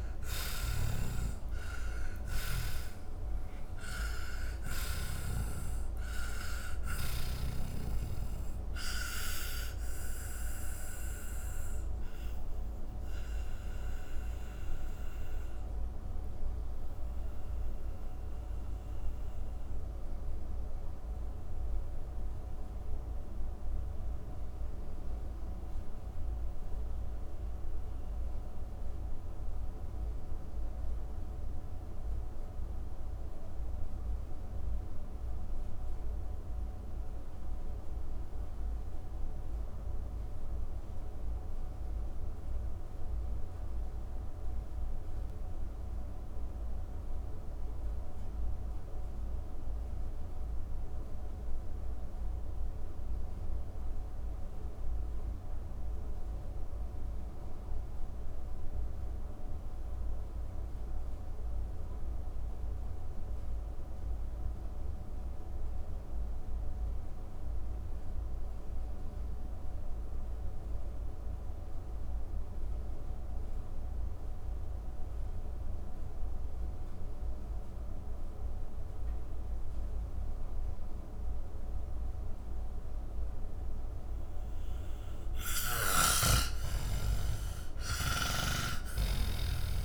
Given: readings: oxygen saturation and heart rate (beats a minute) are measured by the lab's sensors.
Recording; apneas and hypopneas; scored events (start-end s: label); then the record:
breathing in sleep by a room microphone; 1
0.00-2.00 s: snoring (device-marked)
0.00-40.50 s: oxygen desaturation (device-marked, oxygen 78% lowest)
10.50-85.50 s: mixed apnea (oxygen 97% before, 78% lowest)
66.50-89.85 s: oxygen desaturation (device-marked, oxygen 98% before, 82% lowest)
86.50-89.85 s: arousal
From the record:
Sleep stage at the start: N2 (light sleep); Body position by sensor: on the back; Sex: male